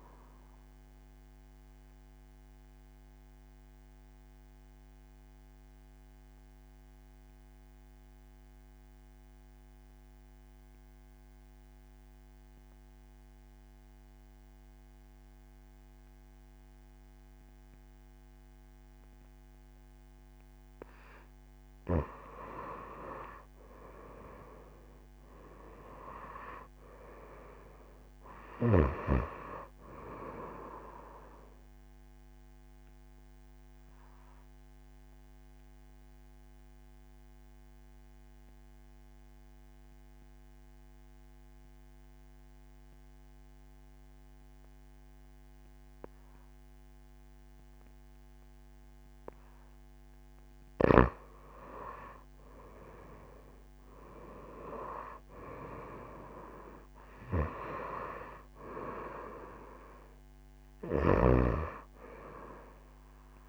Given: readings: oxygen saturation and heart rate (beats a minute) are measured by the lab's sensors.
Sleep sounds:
breathing in sleep by a microphone on the trachea; 2
0.00-14.00 s: oxygen desaturation (device-marked, oxygen 87% lowest)
1.00-21.50 s: obstructive apnea (oxygen 97% before, 87% lowest)
22.00-50.00 s: oxygen desaturation (device-marked, oxygen 98% before, 90% lowest)
24.00-28.00 s: arousal
32.50-49.00 s: obstructive apnea (oxygen 98% before, 90% lowest)
52.50-56.50 s: arousal
61.00-63.49 s: oxygen desaturation (device-marked, oxygen 97% before, 91% lowest)
From the record:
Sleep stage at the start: N2 (light sleep); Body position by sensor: on the back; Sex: female

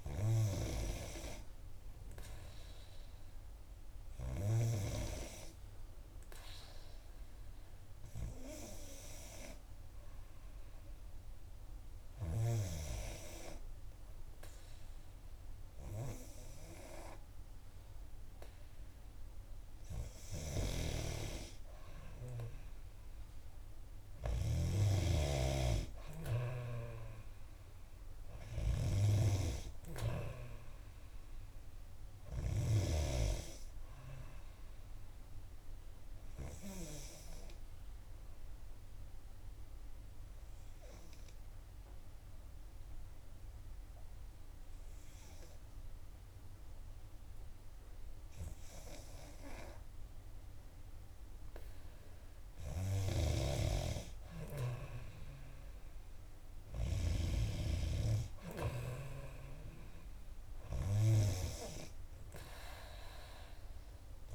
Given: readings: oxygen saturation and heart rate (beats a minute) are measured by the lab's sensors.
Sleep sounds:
breathing in sleep by a room microphone; 2
7.00-20.50 s: hypopnea (oxygen 94% before, 91% lowest, heart rate 66 before, 61 extreme, up 3 after)
23.00-26.50 s: arousal
37.50-52.50 s: obstructive apnea (oxygen 93% before, 91% lowest, heart rate 67 before, 61 extreme, up 4 after)
54.50-58.00 s: arousal
57.00-64.35 s: oxygen desaturation (device-marked, oxygen 94% before, 91% lowest, heart rate 63 before, 59 extreme)
From the record:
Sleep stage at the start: N2 (light sleep); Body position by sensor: on the back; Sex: female

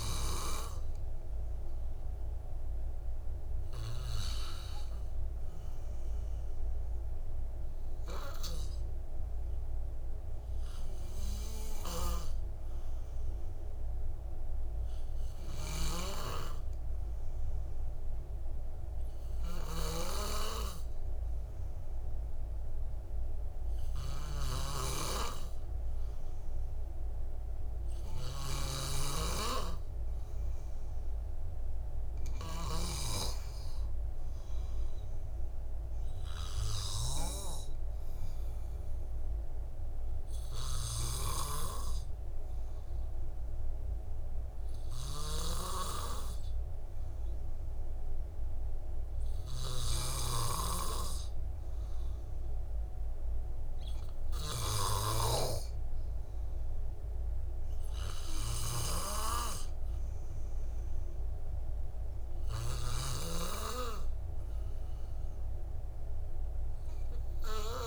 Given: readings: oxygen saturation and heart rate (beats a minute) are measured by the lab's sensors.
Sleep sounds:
breathing in sleep by a room microphone; none
15.50-25.50 s: oxygen desaturation (device-marked, oxygen 96% before, 92% lowest, heart rate 58 before, 55 extreme)
39.50-55.50 s: oxygen desaturation (device-marked, oxygen 94% before, 91% lowest, heart rate 61 before, 54 extreme)
From the record:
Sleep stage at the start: N2 (light sleep); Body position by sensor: on the back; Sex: male

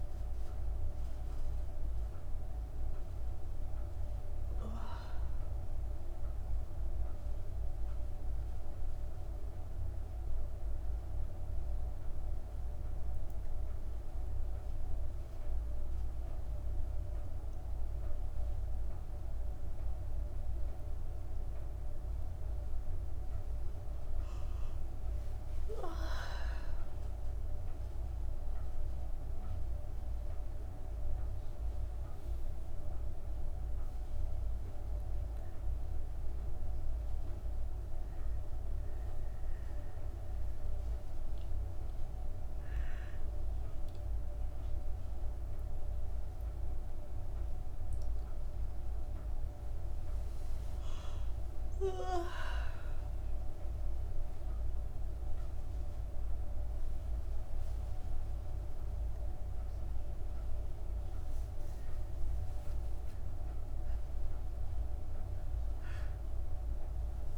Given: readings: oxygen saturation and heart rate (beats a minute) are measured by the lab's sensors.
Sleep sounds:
a person awake in a sleep study, hard to hear, by a room microphone; none
none scored
From the record:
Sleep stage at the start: awake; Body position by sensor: on the back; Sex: female

